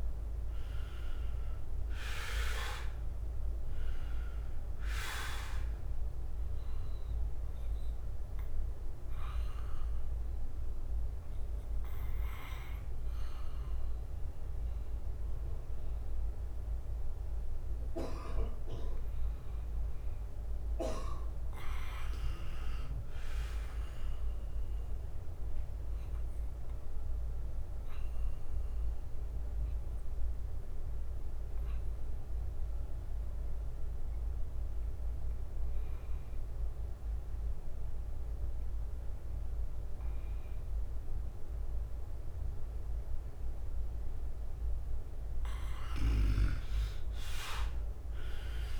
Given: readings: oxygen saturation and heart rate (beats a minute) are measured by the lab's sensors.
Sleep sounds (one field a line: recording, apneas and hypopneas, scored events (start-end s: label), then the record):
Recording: breathing in sleep by a room microphone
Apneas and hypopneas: 2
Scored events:
0.00-3.00 s: arousal
3.00-12.00 s: drop in pulse transit time (device-marked, heart rate 58 before, 61 extreme)
7.00-28.00 s: oxygen desaturation (device-marked, oxygen 98% before, 85% lowest, heart rate 59 before, 49 extreme)
8.00-19.00 s: obstructive apnea (oxygen 98% before, 84% lowest, heart rate 60 before, 52 extreme, up 4 after)
10.00-19.00 s: bradycardia (device-marked, heart rate 60 before, 58 extreme)
22.50-26.50 s: arousal
32.00-46.00 s: bradycardia (device-marked, heart rate 60 before, 49 extreme)
33.50-44.50 s: obstructive apnea (oxygen 97% before, 84% lowest, heart rate 60 before, 49 extreme, up 19 after)
37.00-43.00 s: oxygen desaturation (device-marked, oxygen 97% before, 92% lowest, heart rate 60 before, 49 extreme)
From the record:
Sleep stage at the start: N2 (light sleep)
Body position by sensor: on the right side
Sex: male